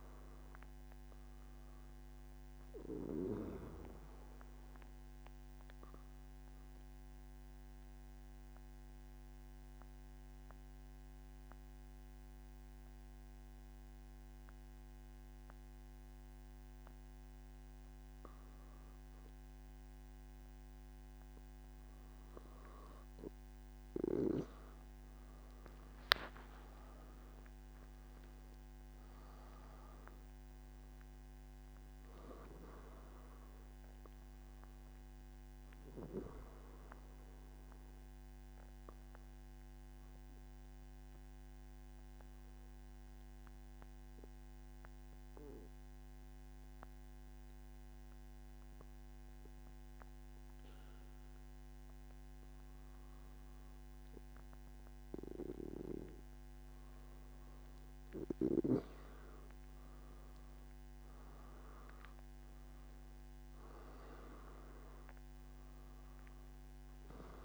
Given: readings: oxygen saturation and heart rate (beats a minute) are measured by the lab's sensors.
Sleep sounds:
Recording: breathing in sleep by a microphone on the trachea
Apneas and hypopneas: 2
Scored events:
4.00-22.00 s: mixed apnea (oxygen 96% before, 92% lowest, heart rate 117 before, 108 extreme, up 1 after)
41.00-56.00 s: obstructive apnea (oxygen 96% before, 93% lowest, heart rate 114 before, 103 extreme, up 0 after)
From the record:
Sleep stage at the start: N3 (deep sleep)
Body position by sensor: on the back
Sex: male

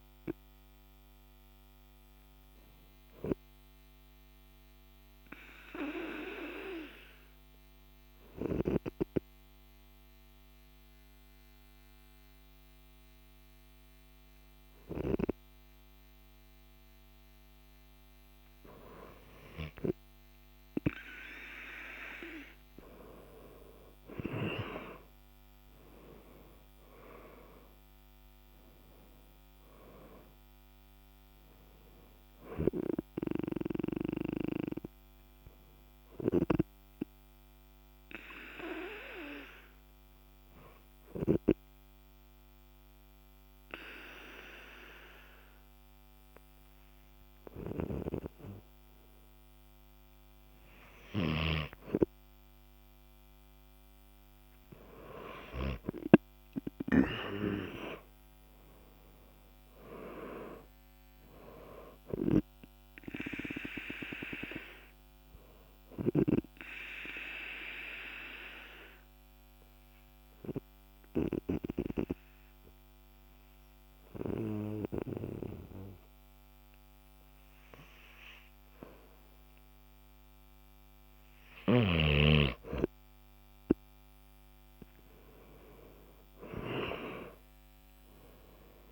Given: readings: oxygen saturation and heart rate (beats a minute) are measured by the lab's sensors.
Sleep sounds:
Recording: breathing in sleep by a microphone on the trachea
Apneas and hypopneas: 3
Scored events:
2.50-18.50 s: obstructive apnea (oxygen 98% before, 93% lowest, heart rate 57 before, 48 extreme, up 9 after)
18.00-28.00 s: oxygen desaturation (device-marked, oxygen 97% before, 93% lowest, heart rate 52 before, 49 extreme)
24.50-29.50 s: arousal
36.00-50.00 s: obstructive apnea (oxygen 97% before, 95% lowest, heart rate 56 before, 48 extreme, up 5 after)
57.50-61.50 s: arousal
66.50-81.50 s: obstructive apnea (oxygen 98% before, 94% lowest, heart rate 55 before, 49 extreme, up 11 after)
85.50-88.92 s: arousal
From the record:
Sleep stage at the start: N2 (light sleep)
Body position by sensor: on the back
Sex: male

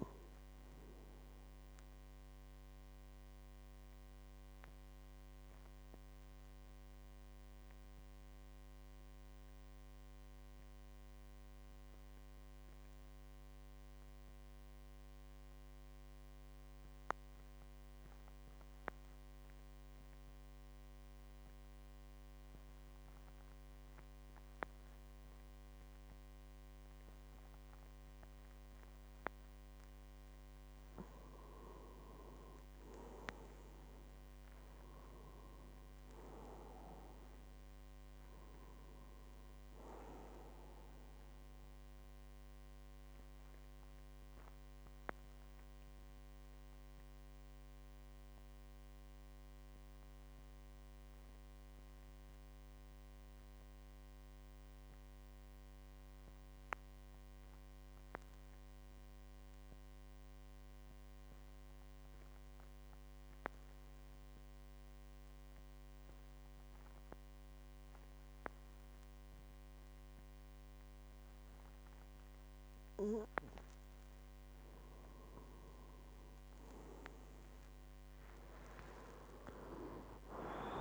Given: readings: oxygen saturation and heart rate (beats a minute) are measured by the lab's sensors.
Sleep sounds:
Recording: breathing in sleep by a microphone on the trachea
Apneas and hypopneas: 2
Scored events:
0.00-11.00 s: oxygen desaturation (device-marked, oxygen 87% lowest, heart rate 46 extreme)
3.00-30.50 s: obstructive apnea (oxygen 97% before, 87% lowest, heart rate 55 before, 44 extreme, up 10 after)
28.00-54.00 s: oxygen desaturation (device-marked, oxygen 99% before, 87% lowest, heart rate 49 before, 44 extreme)
32.00-35.50 s: arousal
42.00-72.00 s: obstructive apnea (oxygen 99% before, 87% lowest, heart rate 56 before, 44 extreme, up 10 after)
66.00-80.81 s: oxygen desaturation (device-marked, oxygen 99% before, 87% lowest, heart rate 48 before, 51 extreme)
74.00-80.81 s: new sleep stage, awake
From the record:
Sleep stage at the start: N2 (light sleep)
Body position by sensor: on the back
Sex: male

